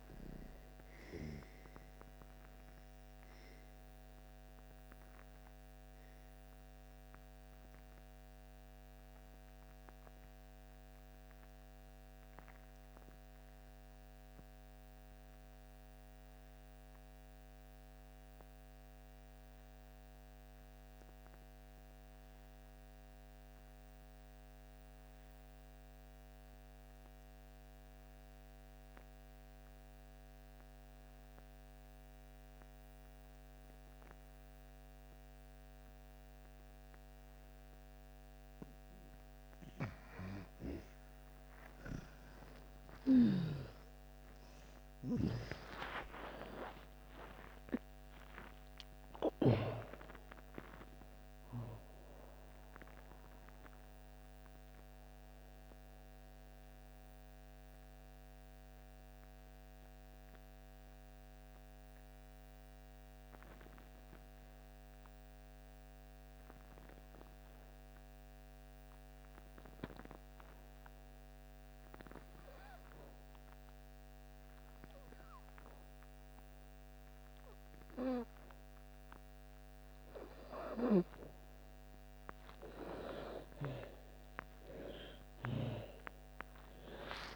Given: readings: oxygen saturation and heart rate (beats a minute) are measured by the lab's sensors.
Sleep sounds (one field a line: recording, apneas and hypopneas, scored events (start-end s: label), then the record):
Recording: breathing in sleep by a microphone on the trachea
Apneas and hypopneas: 2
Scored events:
0.00-15.00 s: oxygen desaturation (device-marked, oxygen 86% lowest)
2.00-37.50 s: obstructive apnea (oxygen 99% before, 75% lowest)
17.00-70.00 s: oxygen desaturation (device-marked, oxygen 98% before, 75% lowest)
42.50-49.00 s: snoring (device-marked)
44.00-49.50 s: arousal
53.00-81.00 s: mixed apnea (oxygen 95% before, 75% lowest)
72.00-87.36 s: oxygen desaturation (device-marked, oxygen 98% before, 82% lowest)
84.00-87.36 s: arousal
From the record:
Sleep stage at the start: N2 (light sleep)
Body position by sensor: on the back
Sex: female